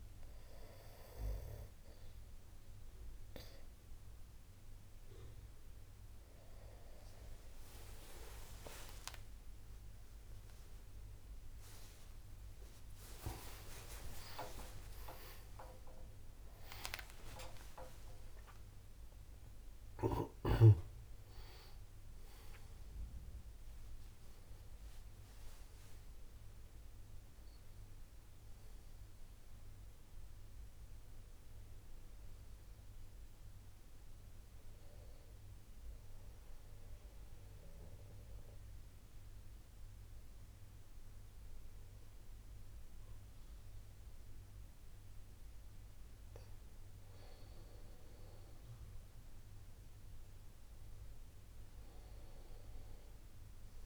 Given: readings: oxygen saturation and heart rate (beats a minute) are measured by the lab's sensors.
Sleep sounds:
a person partly awake in a sleep study, by a room microphone; 1
0.00-13.00 s: oxygen desaturation (device-marked, oxygen 90% lowest, heart rate 62 extreme)
11.00-18.00 s: tachycardia (device-marked, heart rate 62 before, 115 extreme)
23.00-53.86 s: new sleep stage, N1 (lightest sleep)
36.00-47.00 s: obstructive apnea (oxygen 96% before, 93% lowest, heart rate 92 before, 52 extreme, up 4 after)
48.50-51.00 s: arousal
52.00-53.86 s: oxygen desaturation (device-marked, oxygen 96% before, 93% lowest, heart rate 65 before, 52 extreme)
From the record:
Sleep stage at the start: awake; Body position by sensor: on the back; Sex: male

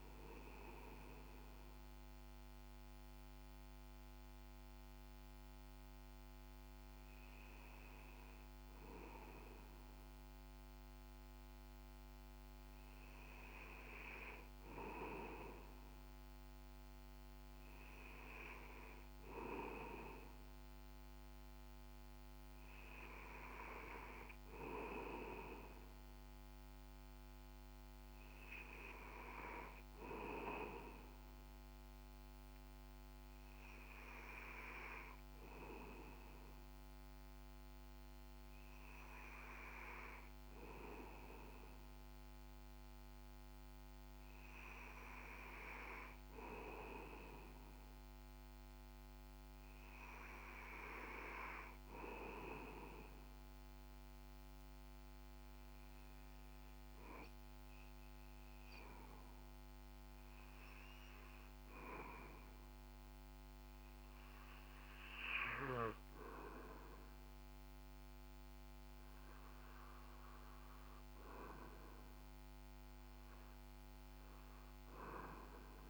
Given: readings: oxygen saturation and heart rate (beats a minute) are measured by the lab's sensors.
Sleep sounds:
breathing in sleep by a microphone on the trachea; 1
55.00-71.00 s: hypopnea (oxygen 97% before, 92% lowest, heart rate 59 before, 59 extreme, up 3 after)
56.50-75.90 s: new sleep stage, REM sleep
73.50-75.90 s: arousal
From the record:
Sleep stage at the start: N2 (light sleep); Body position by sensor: on the back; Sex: male

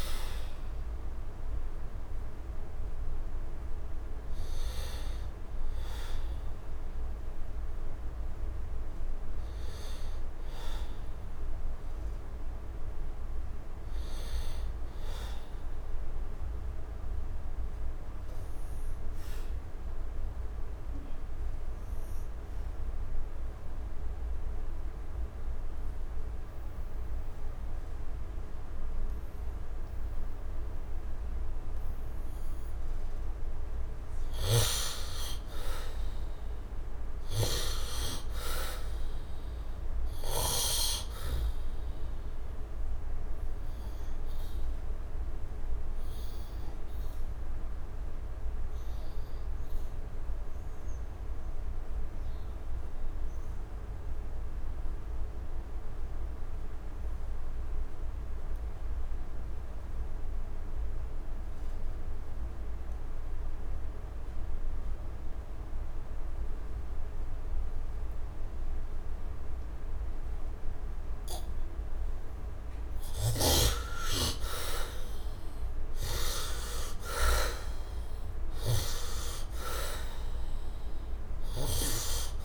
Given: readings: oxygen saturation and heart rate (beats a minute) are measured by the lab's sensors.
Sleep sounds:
breathing in sleep by a room microphone; 2
0.00-13.50 s: oxygen desaturation (device-marked, oxygen 64% lowest, heart rate 66 extreme)
16.00-30.50 s: obstructive apnea (oxygen 88% before, 71% lowest, heart rate 75 before, 66 extreme, up 13 after)
32.00-36.00 s: arousal
36.50-55.50 s: oxygen desaturation (device-marked, oxygen 98% before, 81% lowest, heart rate 71 before, 69 extreme)
40.50-70.00 s: obstructive apnea (oxygen 99% before, 71% lowest, heart rate 72 before, 68 extreme, up 4 after)
60.50-82.45 s: oxygen desaturation (device-marked, oxygen 98% before, 71% lowest, heart rate 73 before, 68 extreme)
73.50-78.00 s: arousal
From the record:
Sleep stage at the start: N2 (light sleep); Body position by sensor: on the back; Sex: male

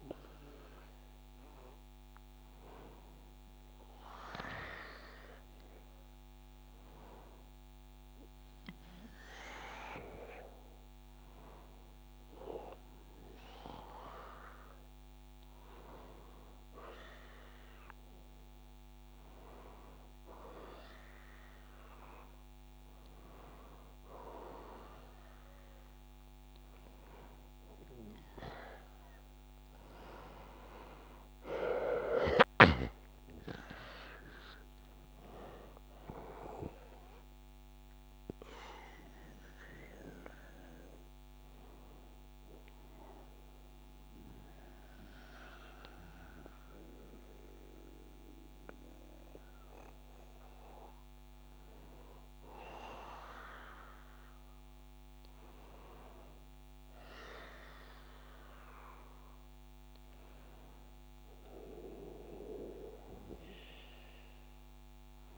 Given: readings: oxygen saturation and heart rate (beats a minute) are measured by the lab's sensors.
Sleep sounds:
a person partly awake in a sleep study, by a microphone on the trachea; none
16.00-46.00 s: new sleep stage, awake
46.00-65.38 s: new sleep stage, N1 (lightest sleep)
From the record:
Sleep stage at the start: N1 (lightest sleep); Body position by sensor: on the back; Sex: male

